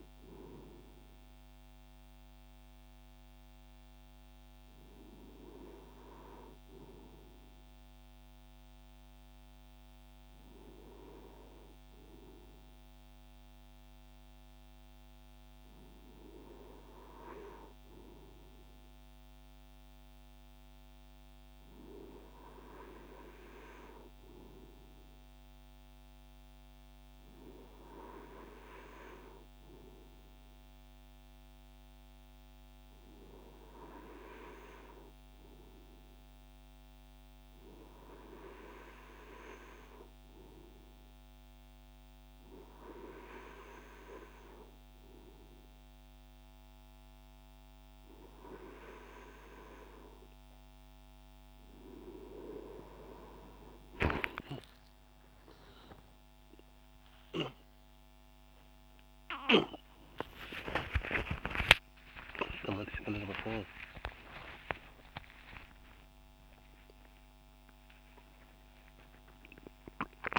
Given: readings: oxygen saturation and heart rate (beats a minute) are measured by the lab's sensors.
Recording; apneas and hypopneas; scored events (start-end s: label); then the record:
breathing in sleep by a microphone on the trachea; 1
25.50-51.00 s: hypopnea (oxygen 97% before, 92% lowest, heart rate 66 before, 61 extreme, up 10 after)
60.50-70.39 s: new sleep stage, awake
68.50-70.39 s: oxygen desaturation (device-marked, oxygen 96% before, 92% lowest, heart rate 86 before, 29 extreme)
From the record:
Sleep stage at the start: N2 (light sleep); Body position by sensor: on the right side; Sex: male